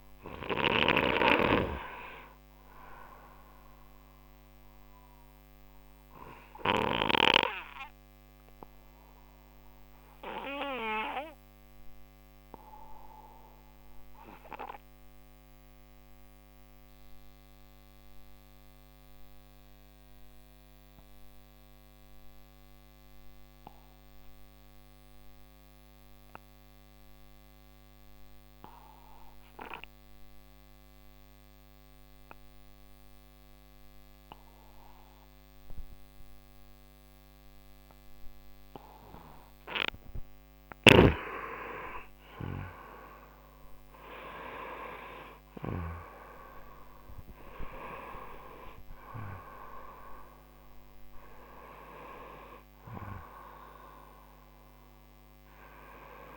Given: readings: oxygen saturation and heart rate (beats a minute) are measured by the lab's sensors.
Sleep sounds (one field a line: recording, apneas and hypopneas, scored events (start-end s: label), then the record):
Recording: breathing in sleep by a microphone on the trachea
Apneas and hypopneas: 1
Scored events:
0.00-24.50 s: oxygen desaturation (device-marked, oxygen 88% lowest)
5.00-40.00 s: obstructive apnea (oxygen 97% before, 88% lowest)
36.50-56.37 s: oxygen desaturation (device-marked, oxygen 98% before, 88% lowest)
42.00-45.50 s: arousal
From the record:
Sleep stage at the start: N2 (light sleep)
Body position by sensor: on the right side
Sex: male